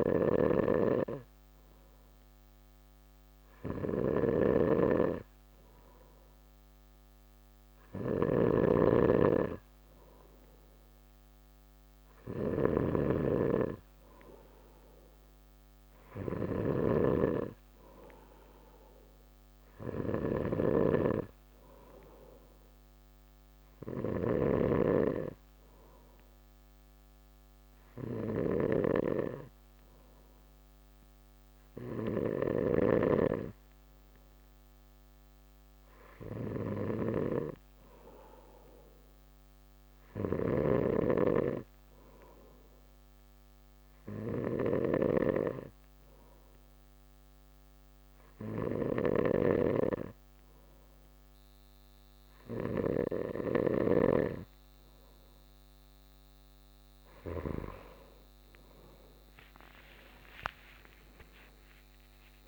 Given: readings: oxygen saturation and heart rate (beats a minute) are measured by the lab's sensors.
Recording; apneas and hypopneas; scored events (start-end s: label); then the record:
breathing in sleep by a microphone on the trachea; 1
0.00-53.00 s: snoring (device-marked)
41.00-54.50 s: hypopnea (oxygen 96% before, 94% lowest)
59.50-62.48 s: arousal
From the record:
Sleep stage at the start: N2 (light sleep); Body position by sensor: on the back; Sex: male